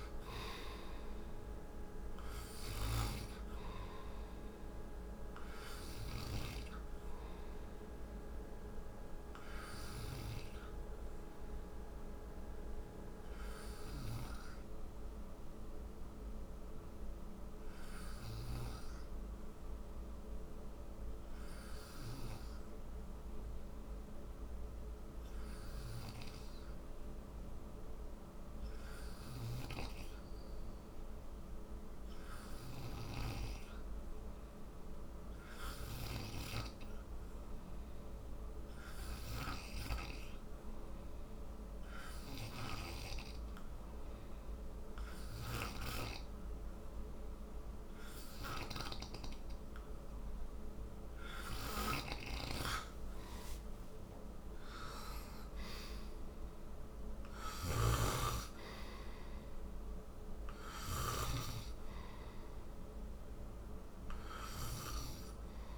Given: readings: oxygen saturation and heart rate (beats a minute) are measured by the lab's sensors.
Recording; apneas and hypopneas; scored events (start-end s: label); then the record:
breathing in sleep by a room microphone; 1
0.00-1.00 s: arousal
0.00-11.50 s: oxygen desaturation (device-marked, oxygen 91% lowest, heart rate 53 extreme)
2.00-6.00 s: snoring (device-marked)
10.00-49.50 s: hypopnea (oxygen 96% before, 91% lowest, heart rate 63 before, 51 extreme, up 7 after)
28.50-39.50 s: snoring (device-marked)
38.50-62.50 s: oxygen desaturation (device-marked, oxygen 96% before, 91% lowest, heart rate 61 before, 51 extreme)
48.00-60.50 s: snoring (device-marked)
52.00-57.50 s: arousal
From the record:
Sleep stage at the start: N2 (light sleep); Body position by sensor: on the right side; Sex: male